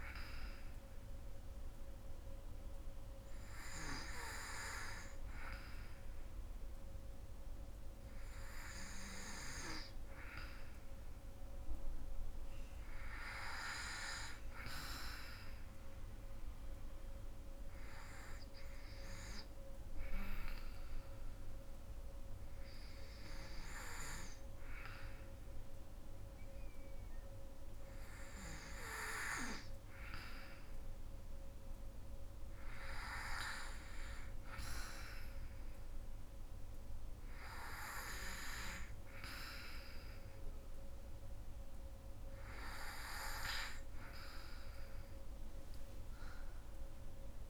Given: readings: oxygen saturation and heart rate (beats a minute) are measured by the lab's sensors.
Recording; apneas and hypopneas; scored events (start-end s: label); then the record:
breathing in sleep by a room microphone; 1
0.00-12.00 s: oxygen desaturation (device-marked, oxygen 91% lowest, heart rate 63 extreme)
16.50-30.00 s: hypopnea (oxygen 97% before, 91% lowest, heart rate 68 before, 63 extreme, up 6 after)
34.00-47.50 s: oxygen desaturation (device-marked, oxygen 96% before, 92% lowest, heart rate 65 before, 63 extreme)
44.00-47.50 s: arousal
From the record:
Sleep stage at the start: N2 (light sleep); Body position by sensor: on the back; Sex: female